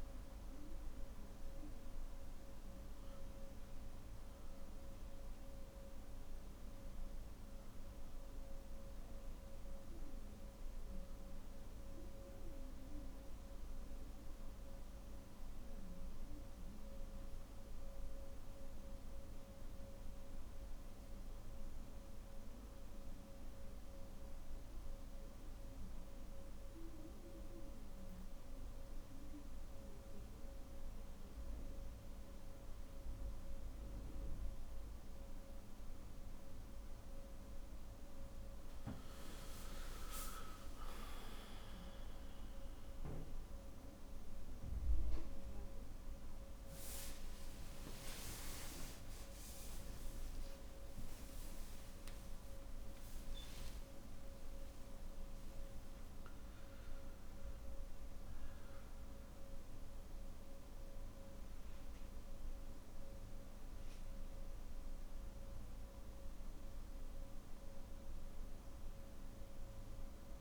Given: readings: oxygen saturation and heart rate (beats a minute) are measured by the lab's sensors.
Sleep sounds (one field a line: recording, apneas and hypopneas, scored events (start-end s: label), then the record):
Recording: breathing in sleep, hard to hear, by a room microphone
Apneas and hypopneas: 1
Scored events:
15.50-29.50 s: hypopnea (oxygen 99% before, 95% lowest, heart rate 47 before, 48 extreme, up 3 after)
50.00-52.00 s: long interval between heartbeats (device-marked, heart rate 53 before, 69 extreme)
From the record:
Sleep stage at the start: N1 (lightest sleep)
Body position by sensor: on the back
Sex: male